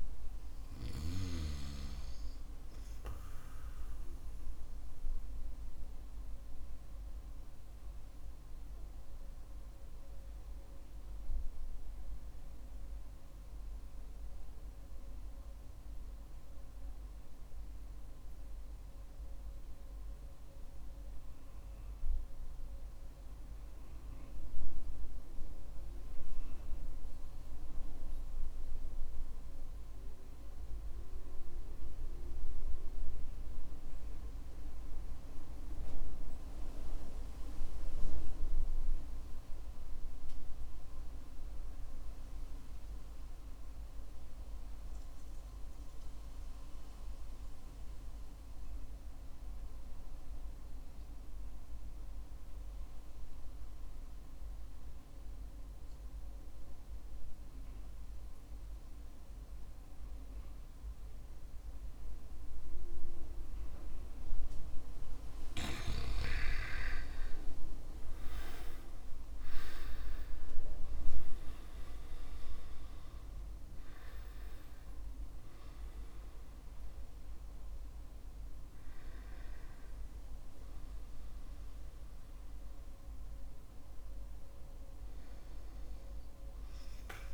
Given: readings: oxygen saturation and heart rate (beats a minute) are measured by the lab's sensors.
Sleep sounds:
breathing in sleep by a room microphone; 1
6.00-64.50 s: obstructive apnea (oxygen 99% before, 77% lowest, heart rate 62 before, 48 extreme, up 26 after)
29.50-87.34 s: oxygen desaturation (device-marked, oxygen 96% before, 77% lowest, heart rate 60 before, 48 extreme)
68.50-73.00 s: arousal
From the record:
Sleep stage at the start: REM sleep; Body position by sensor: on the back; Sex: male

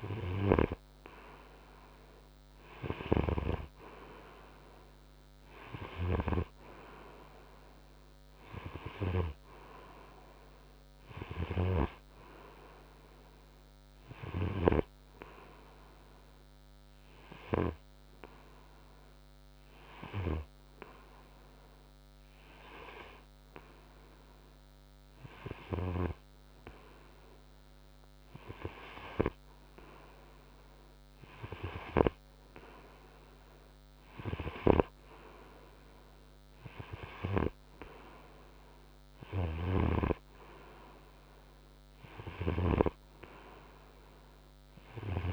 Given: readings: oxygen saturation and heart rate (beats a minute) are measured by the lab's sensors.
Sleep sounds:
breathing in sleep by a microphone on the trachea; none
none scored
From the record:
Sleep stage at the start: N2 (light sleep); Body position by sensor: on the front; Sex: male

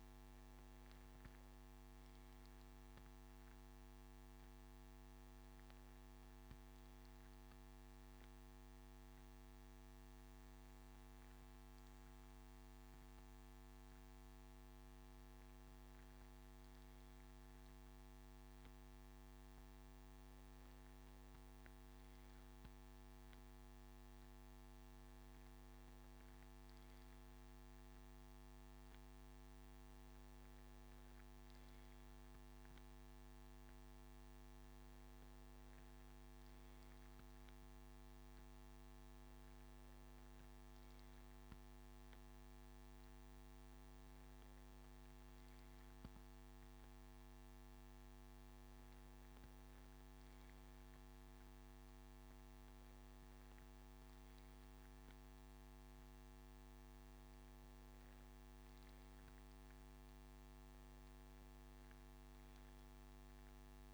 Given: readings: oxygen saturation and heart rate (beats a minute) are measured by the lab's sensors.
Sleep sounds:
breathing in sleep, hard to hear, by a microphone on the trachea; none
none scored
From the record:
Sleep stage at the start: N2 (light sleep); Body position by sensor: on the left side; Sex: male

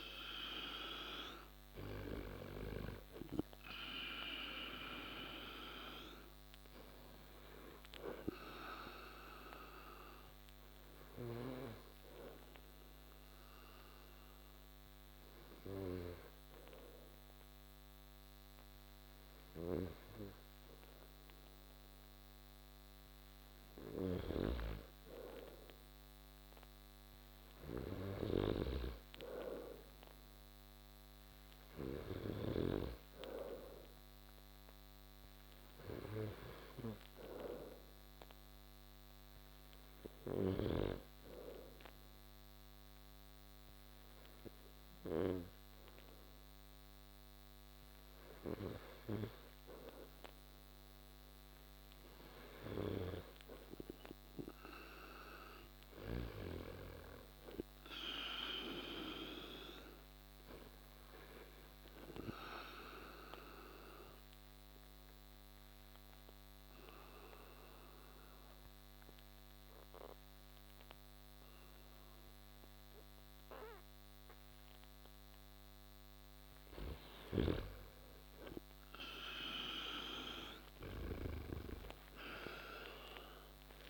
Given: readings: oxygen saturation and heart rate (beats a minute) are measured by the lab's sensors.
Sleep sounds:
breathing in sleep by a microphone on the trachea; 3
0.50-3.00 s: arousal
6.50-25.50 s: oxygen desaturation (device-marked, oxygen 96% before, 91% lowest)
9.00-23.50 s: obstructive apnea (oxygen 96% before, 91% lowest)
26.50-30.00 s: arousal
36.50-51.50 s: oxygen desaturation (device-marked, oxygen 96% before, 92% lowest)
38.50-53.50 s: hypopnea (oxygen 96% before, 88% lowest)
54.50-58.00 s: arousal
60.50-75.50 s: obstructive apnea (oxygen 95% before, 88% lowest)
76.50-80.00 s: arousal
From the record:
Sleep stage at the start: N2 (light sleep); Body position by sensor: on the back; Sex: male

